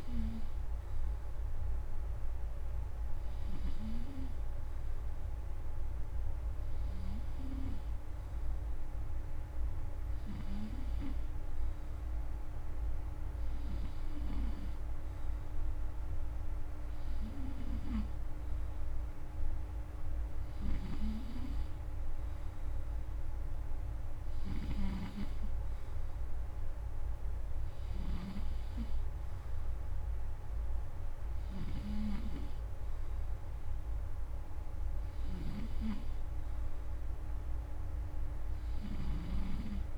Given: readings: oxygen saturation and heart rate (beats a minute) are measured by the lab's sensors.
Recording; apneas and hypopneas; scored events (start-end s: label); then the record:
breathing in sleep by a room microphone; none
24.00-39.98 s: snoring (device-marked)
From the record:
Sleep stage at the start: N2 (light sleep); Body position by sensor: on the front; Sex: male